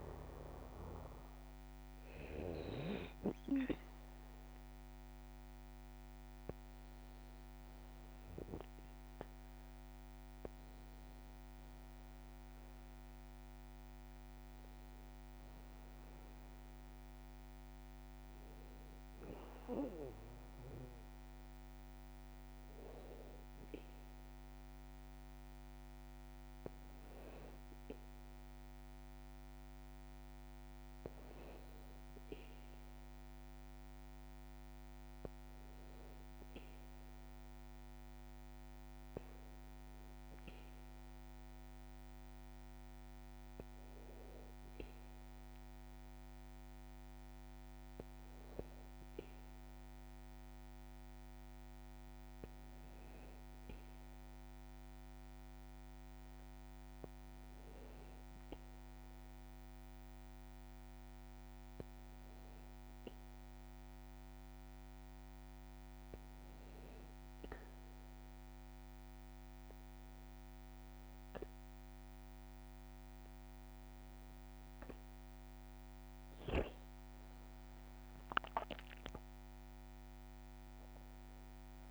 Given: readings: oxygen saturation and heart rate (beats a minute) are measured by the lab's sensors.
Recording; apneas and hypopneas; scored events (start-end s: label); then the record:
breathing in sleep by a microphone on the trachea; none
75.50-80.50 s: arousal
From the record:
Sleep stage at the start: N2 (light sleep); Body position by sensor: on the back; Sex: male